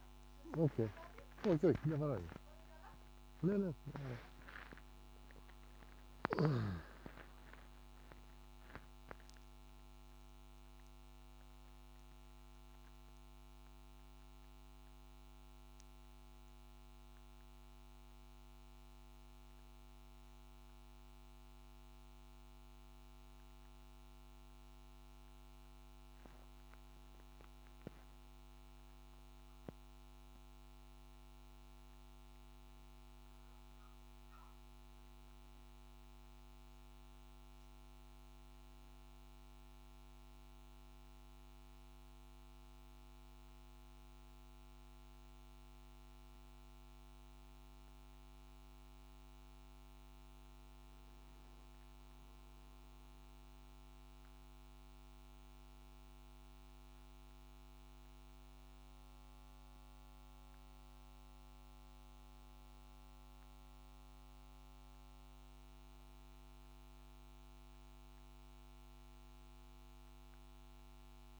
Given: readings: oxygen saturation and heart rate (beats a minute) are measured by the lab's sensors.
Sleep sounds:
a person awake in a sleep study, by a microphone on the trachea; none
0.50-7.00 s: snoring (device-marked)
From the record:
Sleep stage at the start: awake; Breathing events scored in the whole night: 225 in 4.0 hours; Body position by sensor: on the back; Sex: male

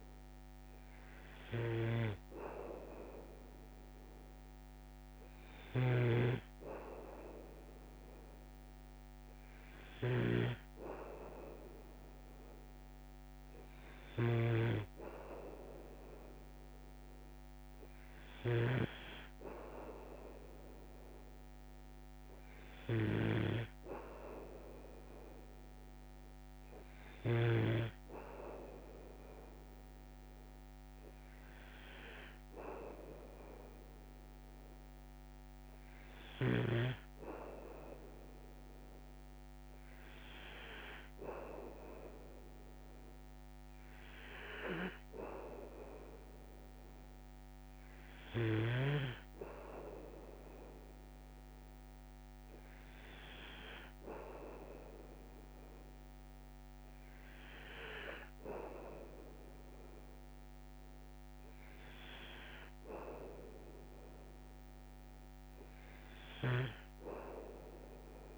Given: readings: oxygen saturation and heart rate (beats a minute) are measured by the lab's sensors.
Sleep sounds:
breathing in sleep by a microphone on the trachea; none
0.00-27.50 s: snoring (device-marked)
47.50-49.50 s: long interval between heartbeats (device-marked, heart rate 58 before, 63 extreme)
From the record:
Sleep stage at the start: N2 (light sleep); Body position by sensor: on the back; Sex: male

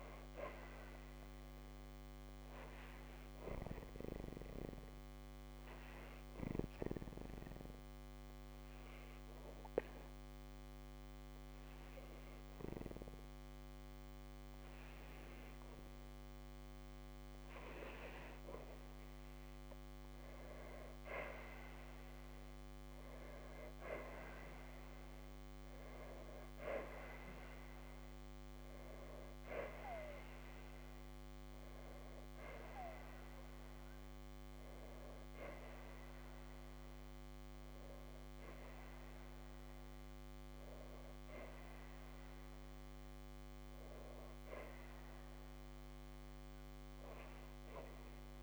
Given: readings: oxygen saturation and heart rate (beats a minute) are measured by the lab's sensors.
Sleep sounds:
breathing in sleep by a microphone on the trachea; 1
4.00-14.00 s: oxygen desaturation (device-marked, oxygen 95% before, 92% lowest, heart rate 57 before, 55 extreme)
5.00-16.50 s: hypopnea (oxygen 95% before, 90% lowest, heart rate 57 before, 55 extreme, up 3 after)
19.00-22.50 s: arousal
40.00-44.50 s: arousal
42.00-48.43 s: oxygen desaturation (device-marked, oxygen 93% before, 90% lowest, heart rate 57 before, 54 extreme)
From the record:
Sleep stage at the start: N2 (light sleep); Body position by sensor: on the back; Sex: female

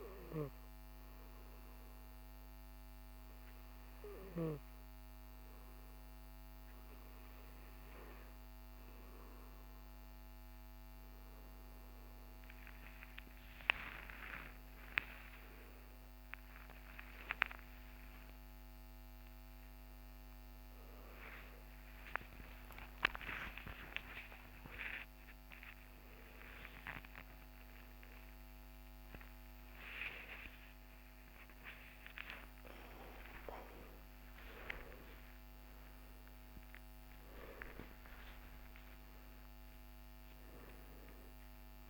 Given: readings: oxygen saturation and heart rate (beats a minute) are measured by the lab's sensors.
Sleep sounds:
a person partly awake in a sleep study, by a microphone on the trachea; none
21.00-41.90 s: new sleep stage, awake
From the record:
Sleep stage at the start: N2 (light sleep); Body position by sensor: on the back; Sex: male

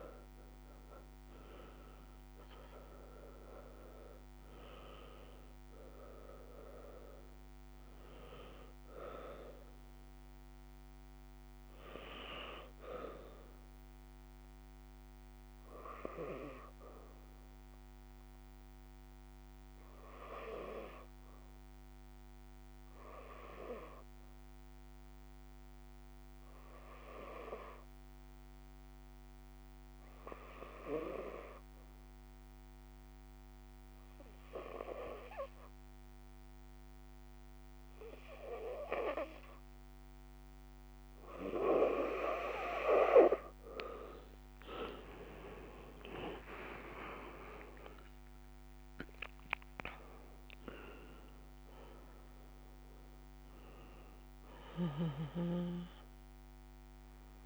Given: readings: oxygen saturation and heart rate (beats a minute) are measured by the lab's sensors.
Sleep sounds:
breathing in sleep by a microphone on the trachea; 1
0.00-29.50 s: oxygen desaturation (device-marked, oxygen 79% lowest, heart rate 59 extreme)
1.50-42.50 s: obstructive apnea (oxygen 97% before, 79% lowest, heart rate 66 before, 56 extreme, up 25 after)
42.50-57.46 s: oxygen desaturation (device-marked, oxygen 97% before, 85% lowest, heart rate 65 before, 54 extreme)
45.50-50.00 s: arousal
From the record:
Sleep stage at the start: N2 (light sleep); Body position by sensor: on the back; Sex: female

